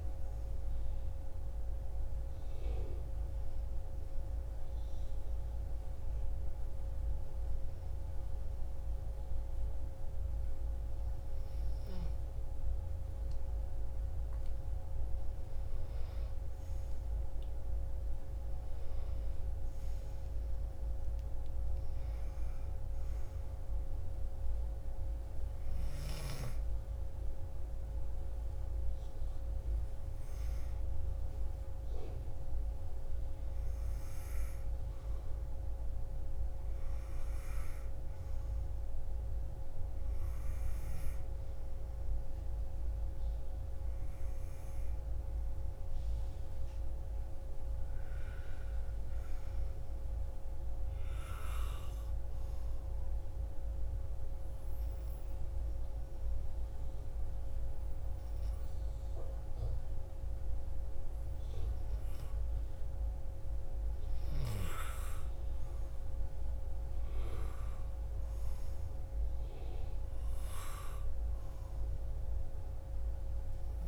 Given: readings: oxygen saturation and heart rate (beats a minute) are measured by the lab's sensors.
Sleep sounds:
breathing in sleep, hard to hear, by a room microphone; 3
2.50-13.50 s: hypopnea (oxygen 95% before, 93% lowest)
15.50-19.00 s: arousal
23.00-33.50 s: obstructive apnea (oxygen 96% before, 92% lowest)
35.00-39.00 s: arousal
53.50-64.00 s: obstructive apnea (oxygen 96% before, 91% lowest)
61.50-73.88 s: new sleep stage, REM sleep
65.00-69.00 s: arousal
From the record:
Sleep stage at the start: N2 (light sleep); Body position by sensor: on the back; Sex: female

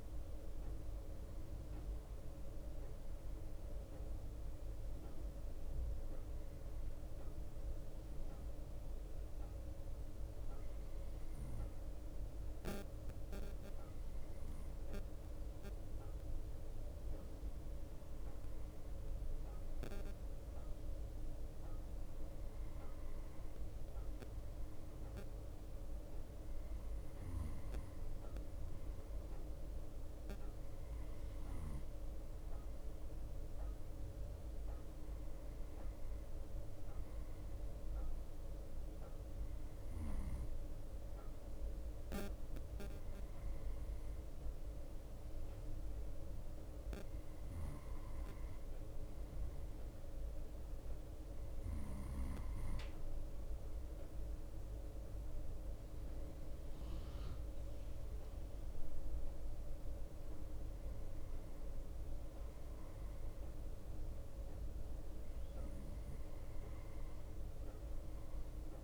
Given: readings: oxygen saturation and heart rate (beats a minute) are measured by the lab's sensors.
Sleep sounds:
breathing in sleep, hard to hear, by a room microphone; 1
5.00-18.50 s: hypopnea (oxygen 92% before, 90% lowest, heart rate 60 before, 57 extreme, up 1 after)
5.00-68.83 s: bradycardia (device-marked, heart rate 61 before, 54 extreme)
20.50-25.50 s: arousal
44.00-54.00 s: drop in pulse transit time (device-marked, heart rate 58 before, 58 extreme)
55.00-59.50 s: arousal
From the record:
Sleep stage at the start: N2 (light sleep); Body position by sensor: on the right side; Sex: male

